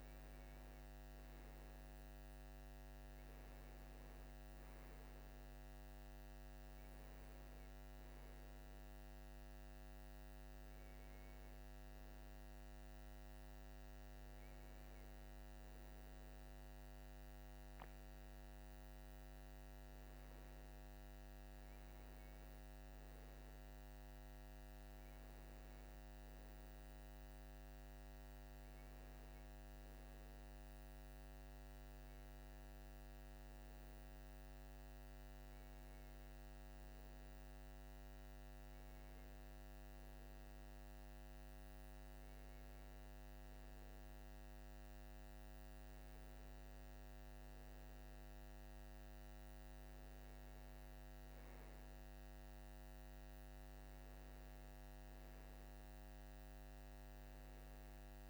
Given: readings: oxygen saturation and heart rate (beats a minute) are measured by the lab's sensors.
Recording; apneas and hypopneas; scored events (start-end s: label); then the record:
breathing in sleep, hard to hear, by a microphone on the trachea; none
none scored
From the record:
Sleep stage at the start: N2 (light sleep); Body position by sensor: on the right side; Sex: male